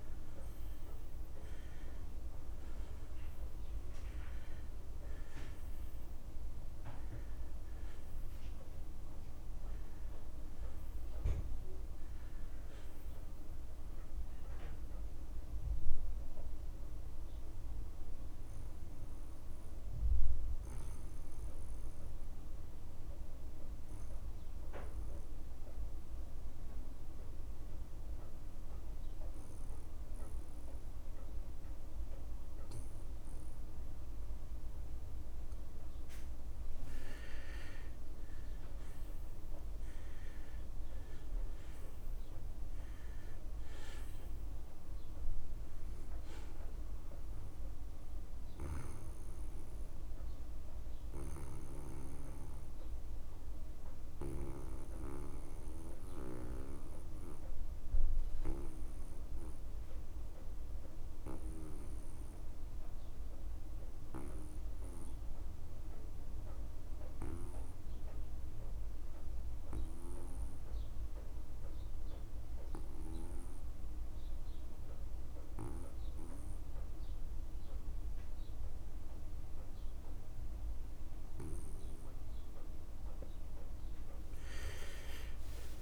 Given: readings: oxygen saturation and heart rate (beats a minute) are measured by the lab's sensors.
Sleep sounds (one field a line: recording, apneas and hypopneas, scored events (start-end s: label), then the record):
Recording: breathing in sleep by a room microphone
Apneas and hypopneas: 2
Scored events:
0.00-22.00 s: oxygen desaturation (device-marked, oxygen 79% lowest)
15.00-36.00 s: obstructive apnea (oxygen 94% before, 79% lowest)
39.00-42.50 s: arousal
42.00-67.00 s: oxygen desaturation (device-marked, oxygen 99% before, 91% lowest)
50.00-81.50 s: obstructive apnea (oxygen 99% before, 81% lowest)
74.00-85.82 s: oxygen desaturation (device-marked, oxygen 98% before, 81% lowest)
From the record:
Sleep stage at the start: N2 (light sleep)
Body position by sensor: on the back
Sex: male